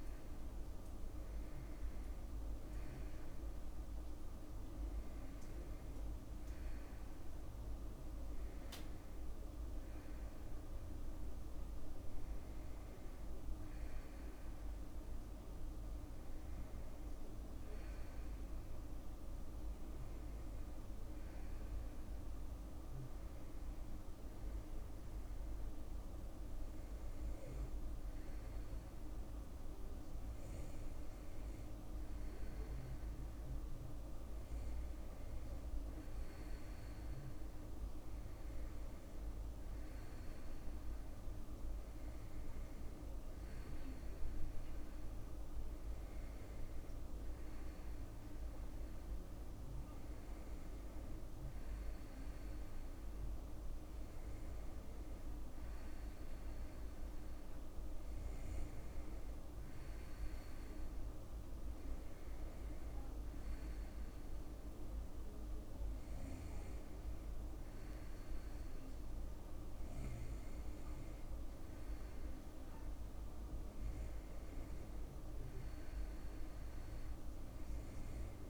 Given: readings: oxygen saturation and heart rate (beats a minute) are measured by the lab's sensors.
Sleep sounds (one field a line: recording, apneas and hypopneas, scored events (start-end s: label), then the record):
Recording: a person partly awake in a sleep study, hard to hear, by a room microphone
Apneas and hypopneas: none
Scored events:
12.00-72.00 s: new sleep stage, N1 (lightest sleep)
72.00-78.49 s: new sleep stage, N2 (light sleep)
From the record:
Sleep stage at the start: awake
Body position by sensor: on the right side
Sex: male